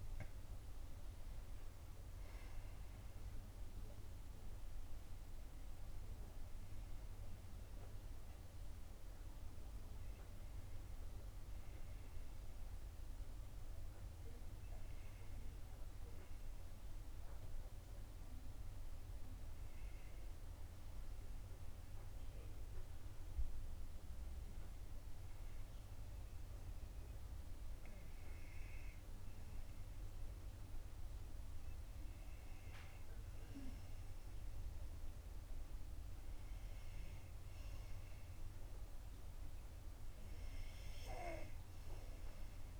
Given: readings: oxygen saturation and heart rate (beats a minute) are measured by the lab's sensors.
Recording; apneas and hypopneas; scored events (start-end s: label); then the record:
breathing in sleep, hard to hear, by a room microphone; none
0.00-27.50 s: oxygen desaturation (device-marked, oxygen 90% lowest, heart rate 50 extreme)
From the record:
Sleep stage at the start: N2 (light sleep); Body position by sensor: on the back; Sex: female